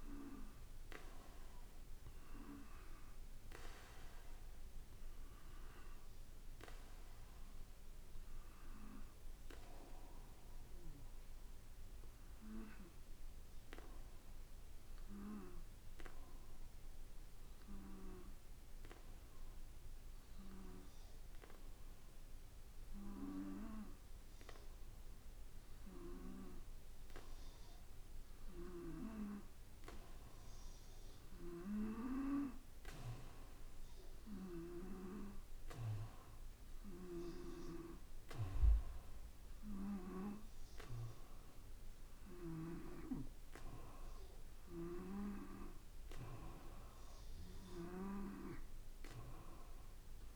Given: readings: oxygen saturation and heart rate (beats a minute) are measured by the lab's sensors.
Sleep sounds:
breathing in sleep by a room microphone; 1
0.00-2.00 s: arousal
15.50-28.00 s: hypopnea (oxygen 95% before, 92% lowest, heart rate 55 before, 54 extreme, up 2 after)
30.50-36.00 s: arousal
37.00-43.00 s: snoring (device-marked)
From the record:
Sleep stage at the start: N2 (light sleep); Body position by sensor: on the back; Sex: male

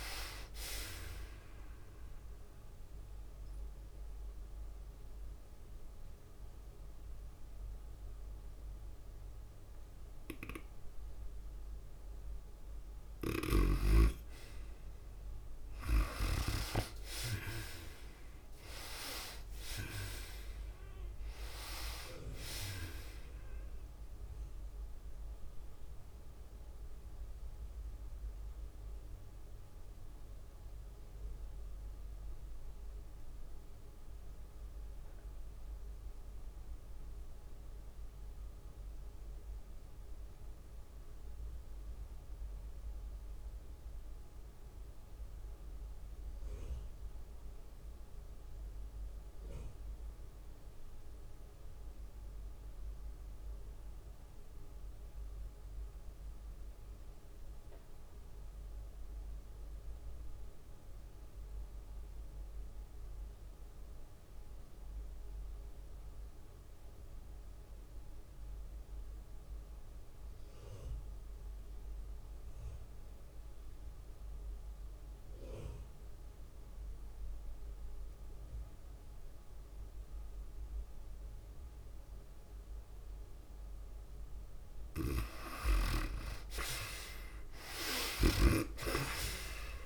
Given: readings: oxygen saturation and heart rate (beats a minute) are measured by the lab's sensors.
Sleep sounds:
breathing in sleep by a room microphone; 2
0.00-10.50 s: drop in pulse transit time (device-marked, heart rate 102 extreme)
0.00-12.50 s: oxygen desaturation (device-marked, oxygen 53% lowest, heart rate 96 extreme)
0.00-47.50 s: tachycardia (device-marked, heart rate 118 extreme)
2.00-13.50 s: mixed apnea (oxygen 79% before, 53% lowest, heart rate 101 before, 109 extreme, up 0 after)
14.50-31.50 s: oxygen desaturation (device-marked, oxygen 97% before, 74% lowest, heart rate 112 before, 97 extreme)
17.50-21.50 s: arousal
25.50-85.50 s: obstructive apnea (oxygen 97% before, 47% lowest, heart rate 114 before, 64 extreme, up 45 after)
38.50-89.86 s: oxygen desaturation (device-marked, oxygen 96% before, 47% lowest, heart rate 113 before, 64 extreme)
55.50-57.50 s: long interval between heartbeats (device-marked, heart rate 103 before, 87 extreme)
85.50-89.00 s: snoring (device-marked)
87.50-89.86 s: arousal
From the record:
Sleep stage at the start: REM sleep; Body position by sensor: on the back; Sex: female

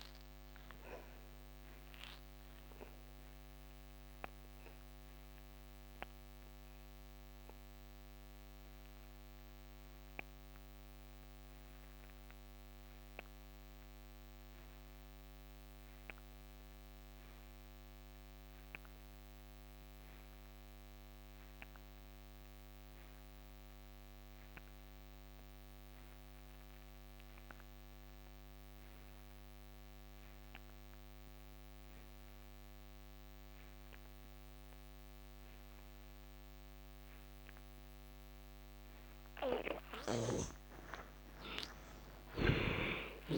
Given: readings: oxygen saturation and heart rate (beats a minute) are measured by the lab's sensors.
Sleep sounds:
breathing in sleep by a microphone on the trachea; 1
0.00-23.50 s: oxygen desaturation (device-marked, oxygen 48% lowest, heart rate 69 extreme)
1.00-38.50 s: obstructive apnea (oxygen 87% before, 48% lowest, heart rate 77 before, 61 extreme, up 10 after)
31.50-43.38 s: oxygen desaturation (device-marked, oxygen 85% before, 50% lowest, heart rate 71 before, 61 extreme)
40.00-43.38 s: arousal
42.00-43.38 s: snoring (device-marked)
From the record:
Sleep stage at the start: N2 (light sleep); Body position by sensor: on the back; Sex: male

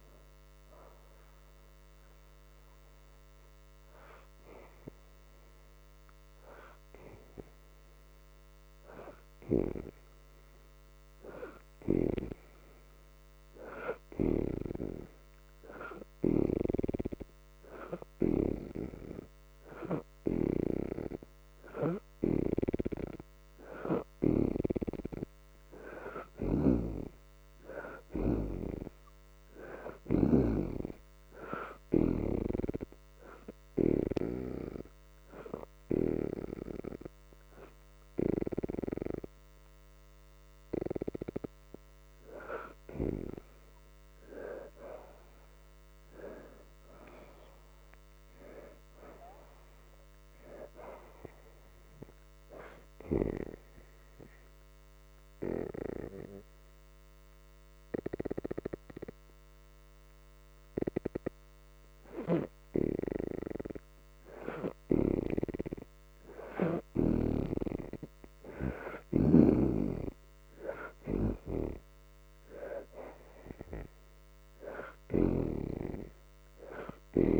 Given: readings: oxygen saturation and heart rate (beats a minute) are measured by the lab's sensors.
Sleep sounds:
breathing in sleep by a microphone on the trachea; 3
0.00-18.50 s: oxygen desaturation (device-marked, oxygen 61% lowest, heart rate 72 extreme)
1.00-22.50 s: hypopnea (oxygen 79% before, 61% lowest, heart rate 81 before, 72 extreme, up 7 after)
23.50-52.50 s: oxygen desaturation (device-marked, oxygen 83% before, 64% lowest, heart rate 75 before, 72 extreme)
26.50-30.00 s: arousal
32.00-43.00 s: hypopnea (oxygen 83% before, 61% lowest, heart rate 78 before, 72 extreme, up 2 after)
45.00-49.00 s: arousal
52.50-63.50 s: obstructive apnea (oxygen 81% before, 60% lowest, heart rate 81 before, 72 extreme, up 4 after)
54.50-69.50 s: oxygen desaturation (device-marked, oxygen 73% before, 61% lowest, heart rate 81 before, 72 extreme)
70.00-74.50 s: arousal
75.50-77.39 s: oxygen desaturation (device-marked, oxygen 81% before, 62% lowest, heart rate 76 before, 75 extreme)
From the record:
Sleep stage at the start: N2 (light sleep); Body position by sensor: upright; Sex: female

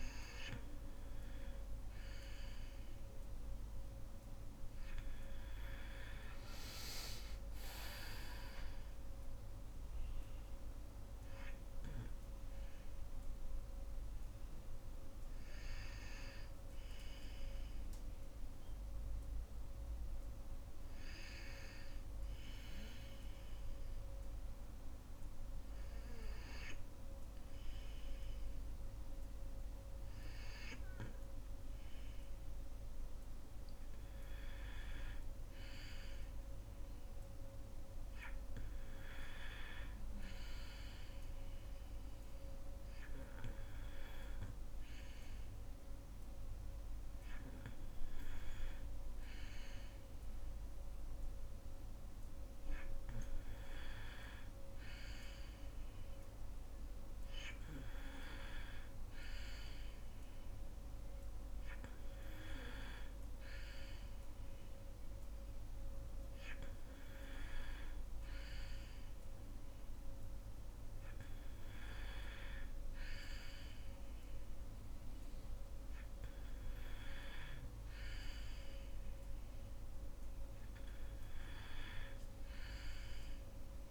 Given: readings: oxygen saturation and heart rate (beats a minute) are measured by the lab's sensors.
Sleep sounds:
breathing in sleep by a room microphone; 1
16.00-19.00 s: arousal
22.00-34.50 s: obstructive apnea (oxygen 94% before, 90% lowest, heart rate 68 before, 64 extreme, up 4 after)
36.50-39.50 s: arousal
39.50-54.50 s: oxygen desaturation (device-marked, oxygen 97% before, 90% lowest, heart rate 65 before, 64 extreme)
From the record:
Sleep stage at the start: N2 (light sleep); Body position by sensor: on the back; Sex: female

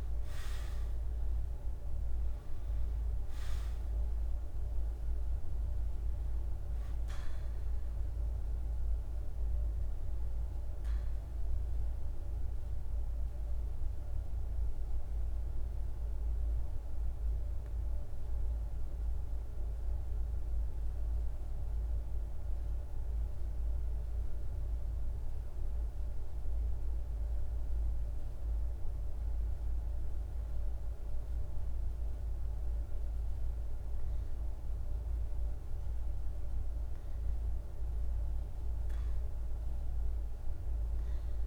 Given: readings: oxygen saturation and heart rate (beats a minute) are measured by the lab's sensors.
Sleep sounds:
breathing in sleep, hard to hear, by a room microphone; 1
0.00-20.50 s: oxygen desaturation (device-marked, oxygen 91% lowest, heart rate 52 extreme)
12.00-36.00 s: mixed apnea (oxygen 98% before, 92% lowest, heart rate 54 before, 52 extreme, up 1 after)
35.50-41.47 s: oxygen desaturation (device-marked, oxygen 99% before, 93% lowest, heart rate 52 before, 51 extreme)
39.50-41.47 s: arousal
From the record:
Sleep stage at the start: REM sleep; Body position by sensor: on the back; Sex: male

